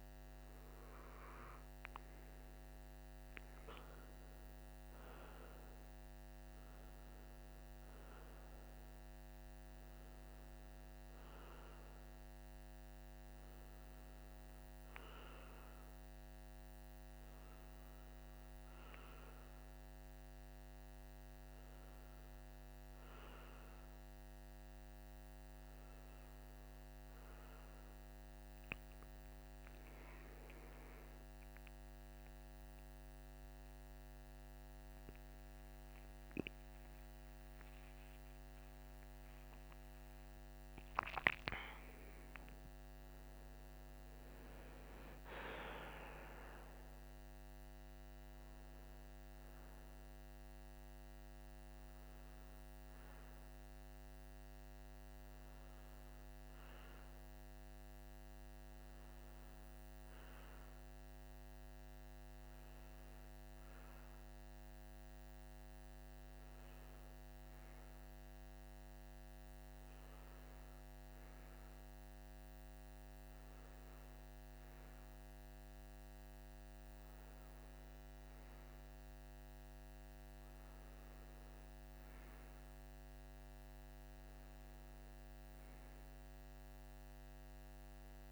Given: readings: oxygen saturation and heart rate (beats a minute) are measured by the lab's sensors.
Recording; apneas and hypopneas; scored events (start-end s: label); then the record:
breathing in sleep, hard to hear, by a microphone on the trachea; none
28.00-32.50 s: arousal
From the record:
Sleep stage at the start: N2 (light sleep); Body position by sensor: on the right side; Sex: male